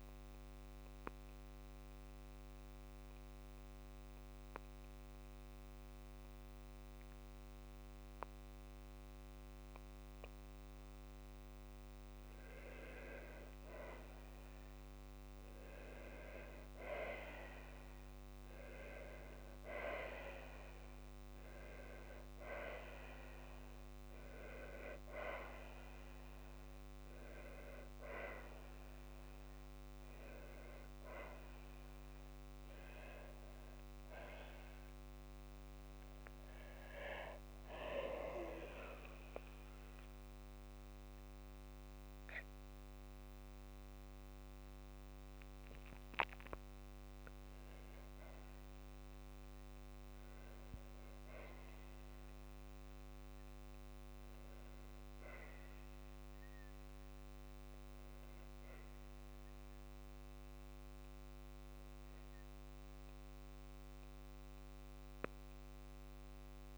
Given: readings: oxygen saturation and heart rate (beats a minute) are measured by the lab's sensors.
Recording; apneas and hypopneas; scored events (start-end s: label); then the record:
breathing in sleep by a microphone on the trachea; 1
1.50-14.50 s: obstructive apnea (oxygen 97% before, 94% lowest, heart rate 78 before, 56 extreme, up 44 after)
8.50-10.50 s: long interval between heartbeats (device-marked, heart rate 72 before, 66 extreme)
13.50-15.50 s: long interval between heartbeats (device-marked, heart rate 71 before, 90 extreme)
16.00-19.00 s: arousal
16.50-18.50 s: long interval between heartbeats (device-marked, heart rate 74 before, 96 extreme)
18.50-20.50 s: long interval between heartbeats (device-marked, heart rate 76 before, 99 extreme)
21.50-23.50 s: long interval between heartbeats (device-marked, heart rate 79 before, 96 extreme)
36.00-39.50 s: arousal
37.00-39.00 s: long interval between heartbeats (device-marked, heart rate 78 before, 70 extreme)
From the record:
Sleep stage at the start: N2 (light sleep); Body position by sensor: on the back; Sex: female